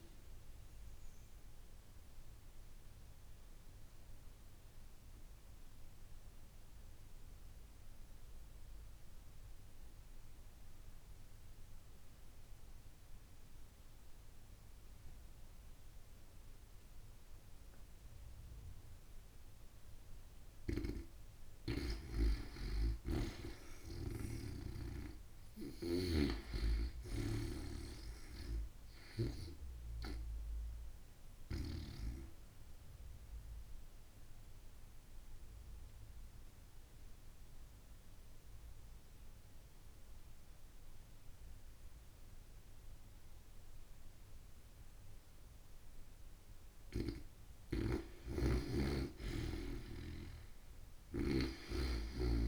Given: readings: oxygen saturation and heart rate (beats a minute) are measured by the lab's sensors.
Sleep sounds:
breathing in sleep by a room microphone; 2
0.50-19.50 s: obstructive apnea (oxygen 95% before, 87% lowest)
19.50-23.00 s: arousal
21.00-25.50 s: snoring (device-marked)
22.50-38.50 s: oxygen desaturation (device-marked, oxygen 95% before, 87% lowest)
33.00-46.50 s: obstructive apnea (oxygen 95% before, 87% lowest)
47.00-51.00 s: snoring (device-marked)
51.00-52.48 s: arousal
From the record:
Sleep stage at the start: N2 (light sleep); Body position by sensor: on the back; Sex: female

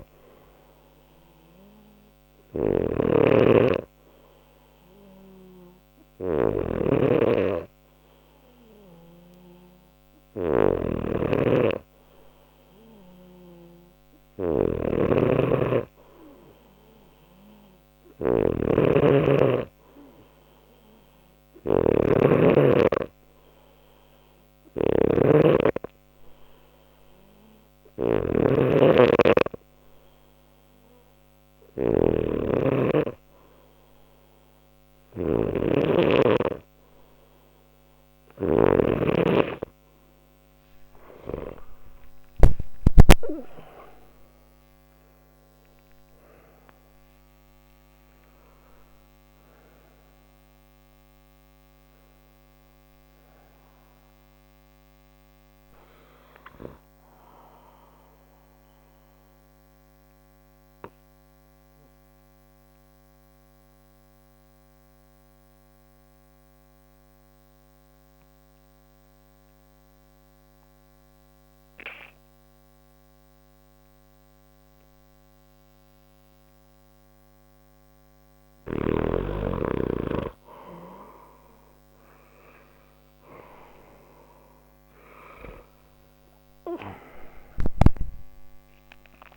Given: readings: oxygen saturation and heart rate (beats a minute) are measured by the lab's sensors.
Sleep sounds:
breathing in sleep by a microphone on the trachea; 1
0.00-38.00 s: snoring (device-marked)
41.00-46.50 s: arousal
57.50-77.50 s: obstructive apnea (oxygen 94% before, 92% lowest, heart rate 78 before, 59 extreme, up 3 after)
81.50-87.00 s: arousal
84.00-89.37 s: oxygen desaturation (device-marked, oxygen 97% before, 93% lowest, heart rate 61 before, 59 extreme)
From the record:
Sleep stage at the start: N2 (light sleep); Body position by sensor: on the left side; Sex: male

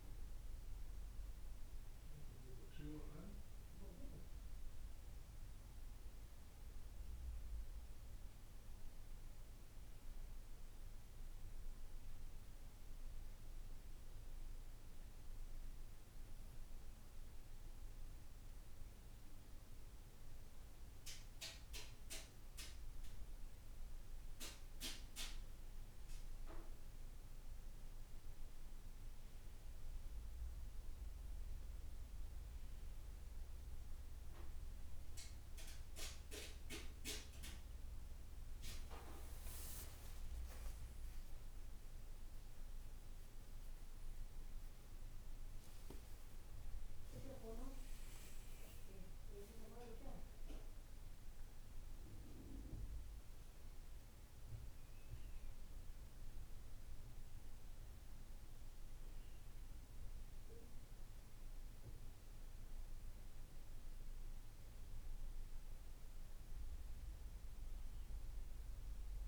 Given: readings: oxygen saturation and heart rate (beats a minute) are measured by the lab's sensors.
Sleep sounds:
breathing in sleep by a room microphone; none
41.00-46.00 s: arousal
From the record:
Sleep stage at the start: N2 (light sleep); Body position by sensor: on the right side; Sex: male

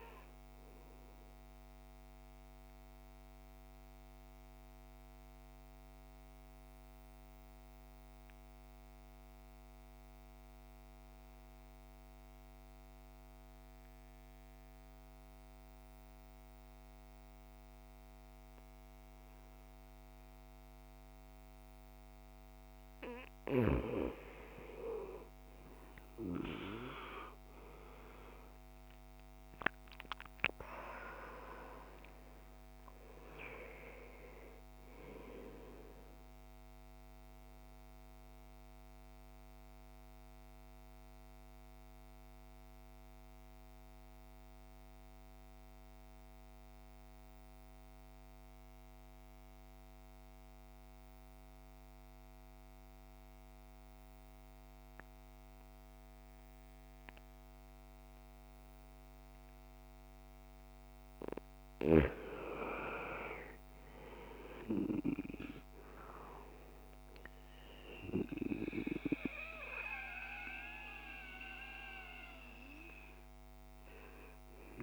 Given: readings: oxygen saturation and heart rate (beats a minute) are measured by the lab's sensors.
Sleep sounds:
breathing in sleep by a microphone on the trachea; 2
0.00-14.50 s: oxygen desaturation (device-marked, oxygen 85% lowest, heart rate 52 extreme)
1.00-22.50 s: mixed apnea (oxygen 98% before, 85% lowest, heart rate 64 before, 50 extreme, up 12 after)
23.50-55.50 s: oxygen desaturation (device-marked, oxygen 99% before, 87% lowest, heart rate 55 before, 50 extreme)
24.00-27.50 s: arousal
35.50-60.50 s: mixed apnea (oxygen 99% before, 82% lowest, heart rate 62 before, 50 extreme, up 10 after)
62.00-64.50 s: arousal
62.50-74.83 s: oxygen desaturation (device-marked, oxygen 99% before, 85% lowest, heart rate 54 before, 54 extreme)
From the record:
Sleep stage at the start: N2 (light sleep); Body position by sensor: on the back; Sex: male

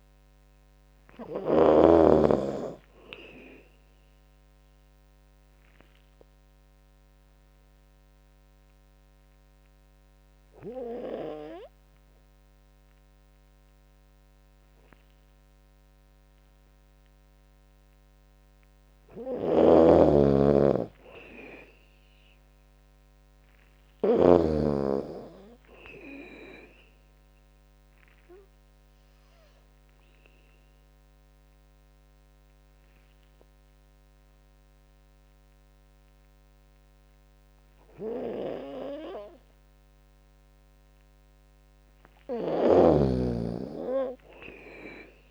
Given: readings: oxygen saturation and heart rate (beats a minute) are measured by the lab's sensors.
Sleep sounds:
breathing in sleep by a microphone on the trachea; 2
0.00-1.50 s: snoring (device-marked)
0.00-9.00 s: drop in pulse transit time (device-marked, heart rate 73 extreme)
4.50-17.50 s: obstructive apnea (oxygen 98% before, 92% lowest, heart rate 77 before, 64 extreme, up 11 after)
6.00-19.00 s: oxygen desaturation (device-marked, oxygen 97% before, 93% lowest, heart rate 77 before, 64 extreme)
19.00-24.00 s: snoring (device-marked)
20.50-23.50 s: arousal
22.00-32.00 s: drop in pulse transit time (device-marked, heart rate 75 before, 73 extreme)
26.50-39.00 s: obstructive apnea (oxygen 97% before, 92% lowest, heart rate 75 before, 64 extreme, up 16 after)
28.00-45.00 s: oxygen desaturation (device-marked, oxygen 97% before, 93% lowest, heart rate 76 before, 64 extreme)
41.50-45.00 s: arousal
From the record:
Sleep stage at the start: N2 (light sleep); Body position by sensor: on the back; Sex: female

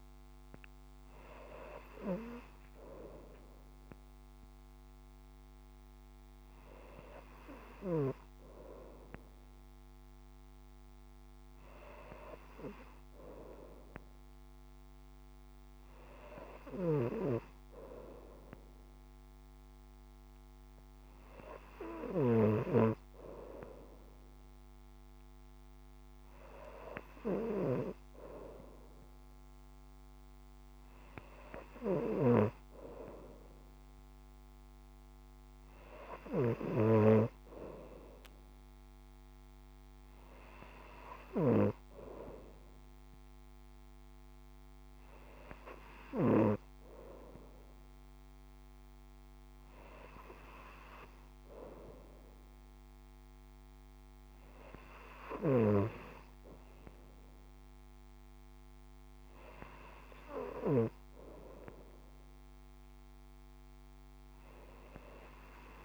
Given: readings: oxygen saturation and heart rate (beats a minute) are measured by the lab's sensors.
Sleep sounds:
breathing in sleep by a microphone on the trachea; none
none scored
From the record:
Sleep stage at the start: N2 (light sleep); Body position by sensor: on the front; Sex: female

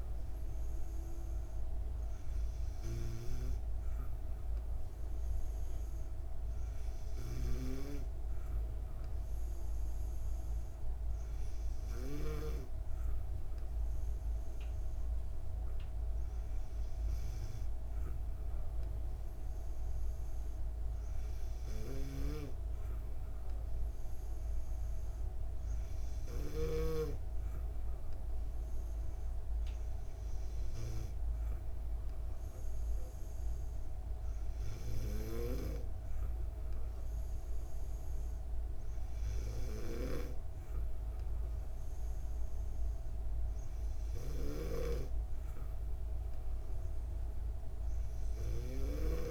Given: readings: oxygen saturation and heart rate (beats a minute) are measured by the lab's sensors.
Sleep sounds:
breathing in sleep by a room microphone; none
none scored
From the record:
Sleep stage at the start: N2 (light sleep); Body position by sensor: on the back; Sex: female

